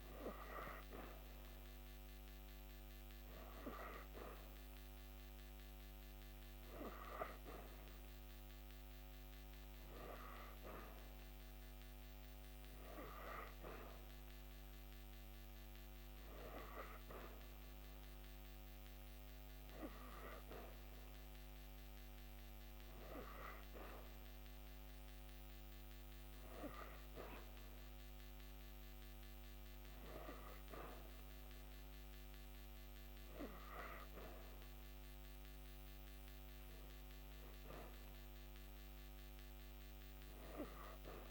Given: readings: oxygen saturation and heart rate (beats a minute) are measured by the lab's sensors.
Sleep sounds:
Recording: breathing in sleep by a microphone on the trachea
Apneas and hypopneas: none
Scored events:
none scored
From the record:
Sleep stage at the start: N3 (deep sleep)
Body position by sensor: on the back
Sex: female

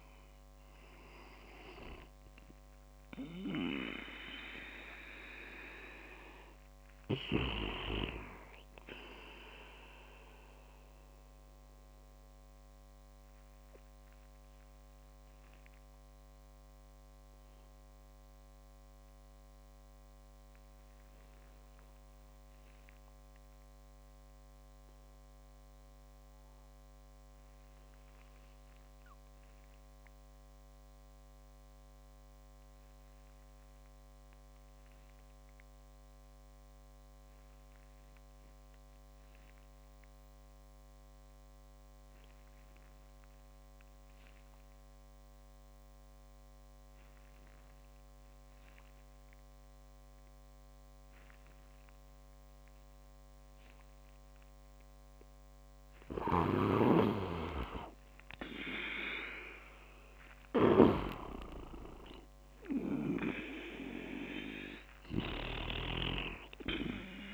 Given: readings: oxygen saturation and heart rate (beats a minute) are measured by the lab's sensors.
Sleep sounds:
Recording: breathing in sleep by a microphone on the trachea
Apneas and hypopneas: 1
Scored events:
0.00-6.00 s: oxygen desaturation (device-marked, oxygen 94% lowest)
13.00-54.00 s: obstructive apnea (oxygen 98% before, 90% lowest)
15.00-28.00 s: oxygen desaturation (device-marked, oxygen 95% before, 92% lowest)
55.50-59.00 s: arousal
56.00-61.00 s: snoring (device-marked)
56.00-67.34 s: oxygen desaturation (device-marked, oxygen 98% before, 93% lowest)
65.50-67.34 s: snoring (device-marked)
From the record:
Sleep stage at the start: N2 (light sleep)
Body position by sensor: on the back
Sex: male

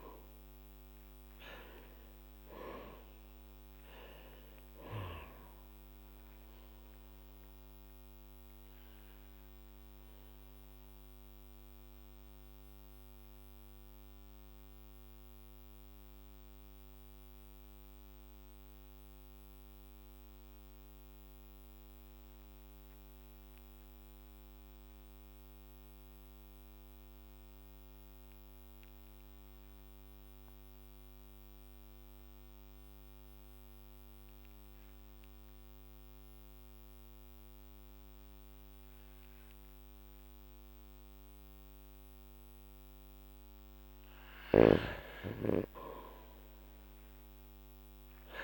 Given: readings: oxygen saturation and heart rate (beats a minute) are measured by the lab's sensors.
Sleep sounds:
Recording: breathing in sleep by a microphone on the trachea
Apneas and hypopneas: 1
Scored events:
0.00-4.00 s: arousal
7.00-42.50 s: mixed apnea (oxygen 98% before, 93% lowest, heart rate 56 before, 44 extreme, up 8 after)
30.00-44.00 s: oxygen desaturation (device-marked, oxygen 97% before, 93% lowest, heart rate 48 before, 44 extreme)
45.50-48.43 s: arousal
From the record:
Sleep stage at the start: N2 (light sleep)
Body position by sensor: on the back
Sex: male

